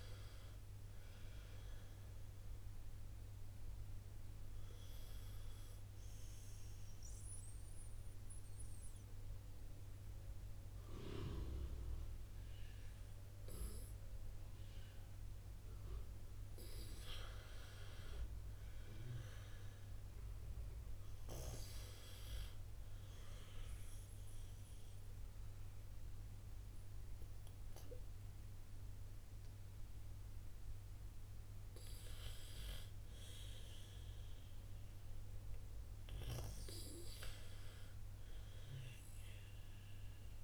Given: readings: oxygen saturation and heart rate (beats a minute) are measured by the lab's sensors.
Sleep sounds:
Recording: breathing in sleep by a room microphone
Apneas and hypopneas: 1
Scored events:
0.00-3.00 s: arousal
0.00-3.00 s: oxygen desaturation (device-marked, oxygen 84% lowest, heart rate 57 extreme)
6.50-17.00 s: hypopnea (oxygen 92% before, 82% lowest, heart rate 59 before, 57 extreme, up 3 after)
9.00-21.00 s: oxygen desaturation (device-marked, oxygen 91% before, 86% lowest, heart rate 59 before, 58 extreme)
20.00-23.50 s: arousal
32.00-40.44 s: oxygen desaturation (device-marked, oxygen 92% before, 87% lowest, heart rate 59 before, 57 extreme)
From the record:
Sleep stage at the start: N2 (light sleep)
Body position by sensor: on the right side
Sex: female

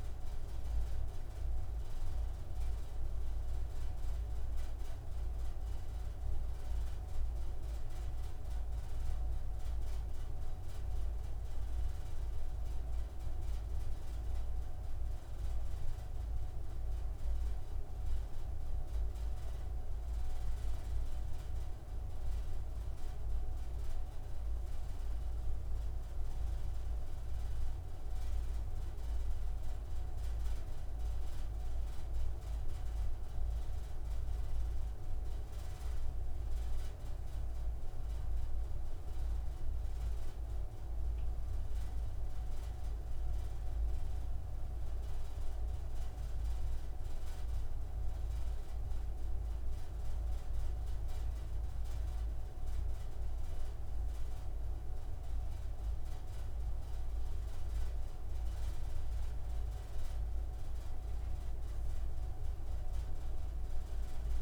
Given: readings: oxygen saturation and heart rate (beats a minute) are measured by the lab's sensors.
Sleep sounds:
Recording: breathing in sleep, hard to hear, by a room microphone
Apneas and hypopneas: none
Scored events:
none scored
From the record:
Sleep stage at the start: N2 (light sleep)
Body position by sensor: on the right side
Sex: male

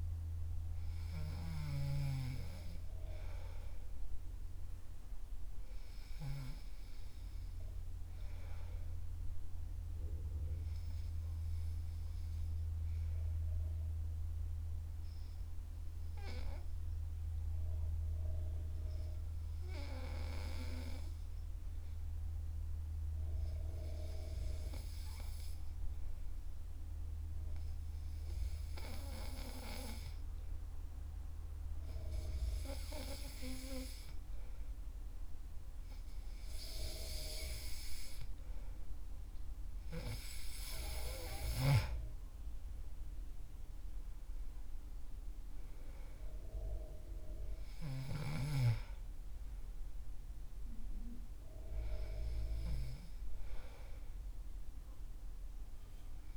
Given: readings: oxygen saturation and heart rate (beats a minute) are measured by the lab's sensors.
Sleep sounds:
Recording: breathing in sleep by a room microphone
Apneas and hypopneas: 1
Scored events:
0.00-4.50 s: arousal
12.00-33.00 s: obstructive apnea (oxygen 96% before, 92% lowest, heart rate 69 before, 66 extreme, up 5 after)
30.50-56.37 s: oxygen desaturation (device-marked, oxygen 97% before, 92% lowest, heart rate 68 before, 64 extreme)
36.00-40.00 s: arousal
From the record:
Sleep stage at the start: N2 (light sleep)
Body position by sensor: on the back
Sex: male

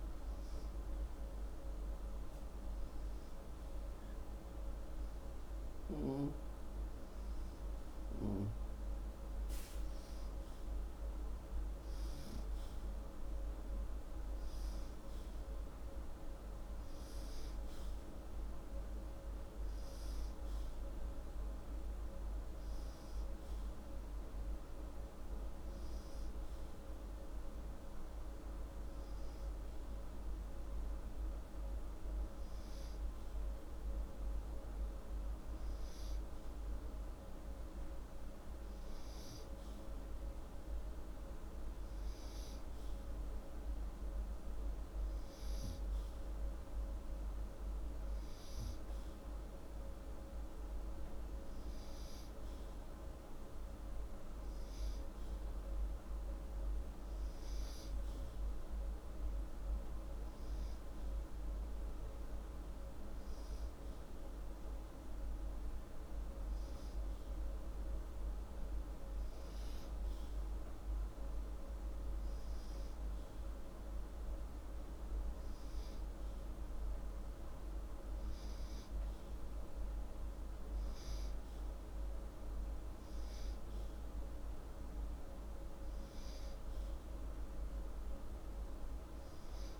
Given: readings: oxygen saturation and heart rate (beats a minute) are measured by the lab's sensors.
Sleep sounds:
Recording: breathing in sleep, hard to hear, by a room microphone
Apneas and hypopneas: none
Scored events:
none scored
From the record:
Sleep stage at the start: N2 (light sleep)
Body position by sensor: upright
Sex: male

